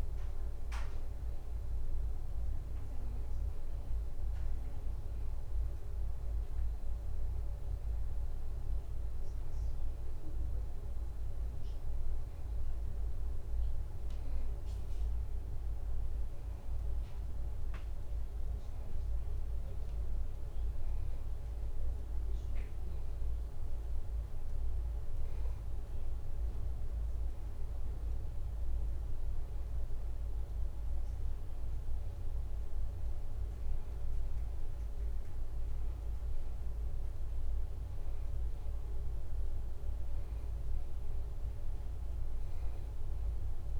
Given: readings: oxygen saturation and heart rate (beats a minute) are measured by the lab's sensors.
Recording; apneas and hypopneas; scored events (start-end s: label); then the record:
breathing in sleep, hard to hear, by a room microphone; none
none scored
From the record:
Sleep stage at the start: N2 (light sleep); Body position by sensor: on the back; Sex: male